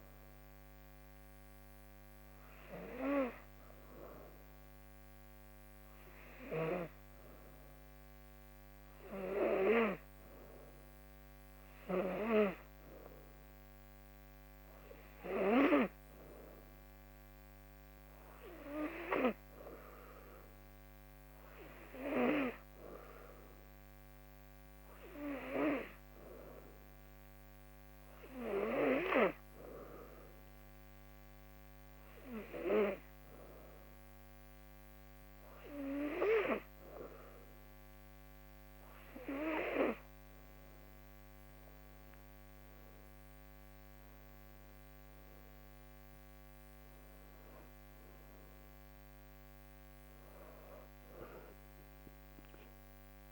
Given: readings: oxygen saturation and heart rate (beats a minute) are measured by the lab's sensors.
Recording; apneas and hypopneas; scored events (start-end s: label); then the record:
breathing in sleep by a microphone on the trachea; 1
0.00-2.50 s: oxygen desaturation (device-marked, oxygen 88% lowest, heart rate 77 extreme)
5.00-40.50 s: hypopnea (oxygen 96% before, 89% lowest, heart rate 80 before, 80 extreme, up 3 after)
43.00-47.00 s: arousal
From the record:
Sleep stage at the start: N2 (light sleep); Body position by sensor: on the back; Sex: female